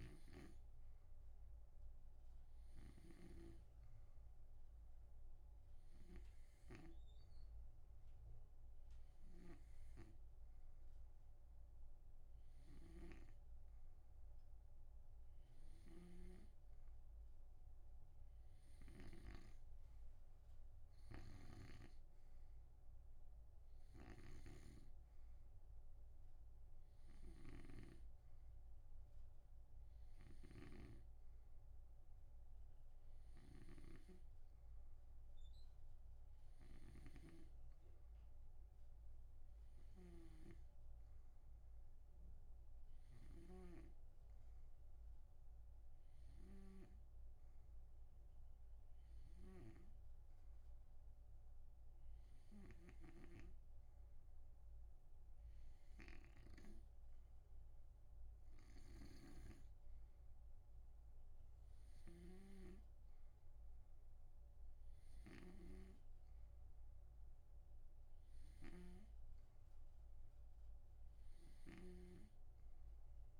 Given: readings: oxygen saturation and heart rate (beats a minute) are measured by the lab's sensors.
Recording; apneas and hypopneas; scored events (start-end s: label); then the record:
breathing in sleep by a room microphone; none
0.00-7.50 s: snoring (device-marked)
9.50-19.50 s: snoring (device-marked)
21.50-73.40 s: snoring (device-marked)
From the record:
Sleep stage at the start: N2 (light sleep); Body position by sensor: on the right side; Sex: male